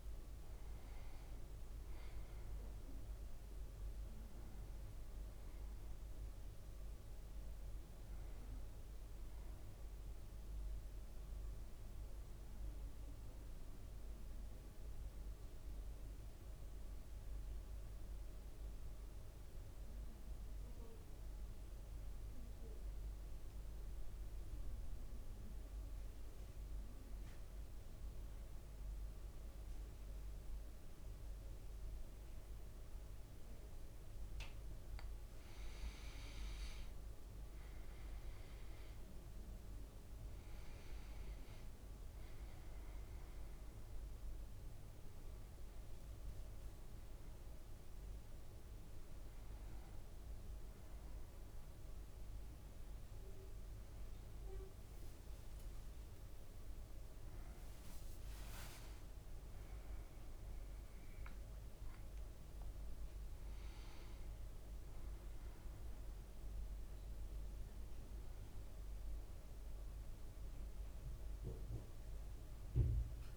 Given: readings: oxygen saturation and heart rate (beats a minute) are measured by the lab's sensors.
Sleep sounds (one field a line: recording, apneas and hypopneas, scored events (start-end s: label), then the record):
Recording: a person awake in a sleep study, hard to hear, by a room microphone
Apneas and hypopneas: 1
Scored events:
14.50-34.50 s: mixed apnea (oxygen 98% before, 94% lowest, heart rate 57 before, 52 extreme, up 6 after)
29.00-73.37 s: new sleep stage, awake
40.00-73.37 s: oxygen desaturation (device-marked, oxygen 99% before, 94% lowest, heart rate 54 before, 54 extreme)
From the record:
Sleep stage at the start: N2 (light sleep)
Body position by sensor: on the back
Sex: male